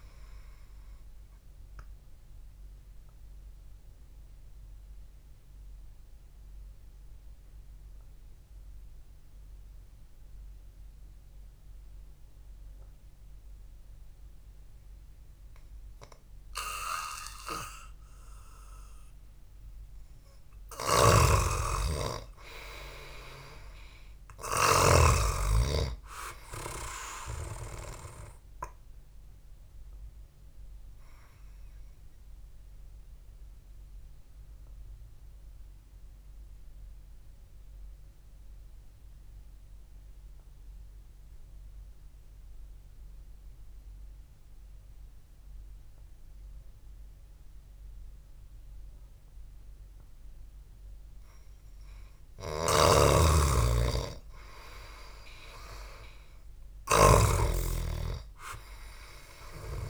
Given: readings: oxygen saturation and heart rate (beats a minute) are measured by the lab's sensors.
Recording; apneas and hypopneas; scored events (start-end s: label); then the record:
breathing in sleep by a room microphone; 2
0.00-22.50 s: oxygen desaturation (device-marked, oxygen 89% lowest, heart rate 54 extreme)
0.50-20.50 s: obstructive apnea (oxygen 99% before, 89% lowest, heart rate 61 before, 54 extreme, up 2 after)
21.00-25.50 s: snoring (device-marked)
23.00-26.50 s: arousal
30.50-52.00 s: obstructive apnea (oxygen 96% before, 90% lowest, heart rate 59 before, 53 extreme, up 3 after)
43.50-50.50 s: oxygen desaturation (device-marked, oxygen 95% before, 91% lowest, heart rate 60 before, 53 extreme)
53.00-57.50 s: snoring (device-marked)
54.00-57.50 s: arousal
55.00-57.00 s: long interval between heartbeats (device-marked, heart rate 65 before, 61 extreme)
From the record:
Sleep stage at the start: N2 (light sleep); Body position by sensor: on the back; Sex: male